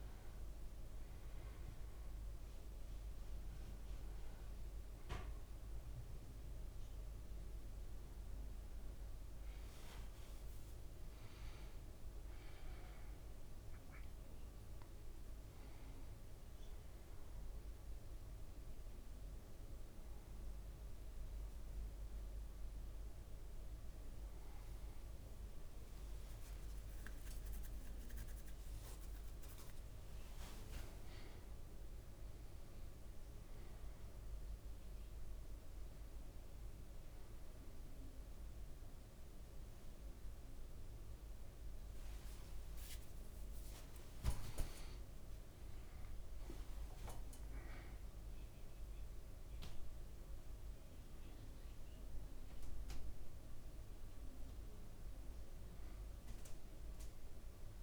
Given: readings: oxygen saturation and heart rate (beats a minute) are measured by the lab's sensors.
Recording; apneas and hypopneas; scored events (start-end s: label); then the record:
a person awake in a sleep study, hard to hear, by a room microphone; none
20.00-50.00 s: new sleep stage, awake
50.00-57.83 s: new sleep stage, N1 (lightest sleep)
From the record:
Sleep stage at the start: N2 (light sleep); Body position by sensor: on the back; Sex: male